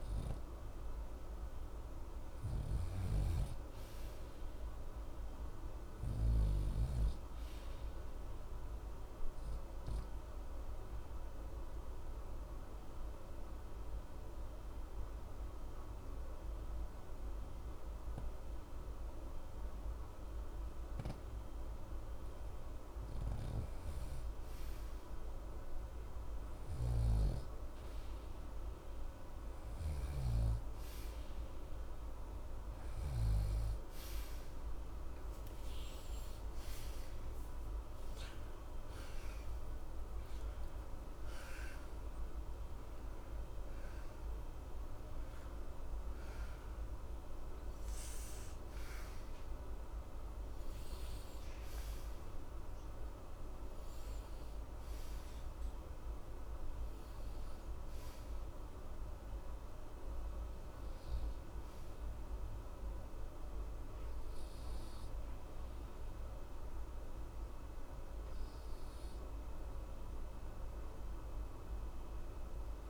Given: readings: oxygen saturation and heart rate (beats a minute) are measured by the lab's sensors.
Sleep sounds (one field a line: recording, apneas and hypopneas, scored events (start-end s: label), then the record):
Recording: breathing in sleep, hard to hear, by a room microphone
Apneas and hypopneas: 1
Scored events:
2.00-6.00 s: snoring (device-marked)
3.00-27.00 s: oxygen desaturation (device-marked, oxygen 94% before, 89% lowest, heart rate 61 before, 60 extreme)
8.00-23.00 s: obstructive apnea (oxygen 94% before, 89% lowest, heart rate 60 before, 60 extreme, up 1 after)
16.00-46.00 s: new sleep stage, N1 (lightest sleep)
26.00-33.00 s: snoring (device-marked)
34.50-39.00 s: arousal
46.00-72.90 s: new sleep stage, N2 (light sleep)
From the record:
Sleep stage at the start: REM sleep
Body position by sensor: on the right side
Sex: male